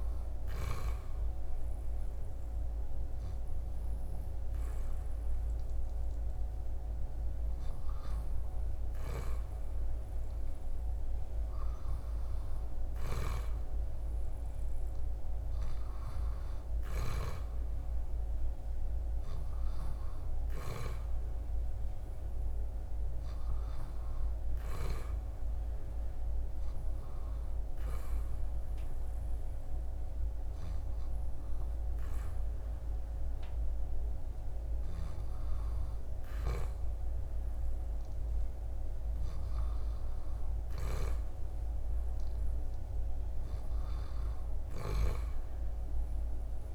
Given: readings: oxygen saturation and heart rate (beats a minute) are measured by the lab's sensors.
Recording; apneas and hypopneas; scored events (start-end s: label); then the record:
breathing in sleep by a room microphone; none
none scored
From the record:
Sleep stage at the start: N2 (light sleep); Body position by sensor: on the back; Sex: male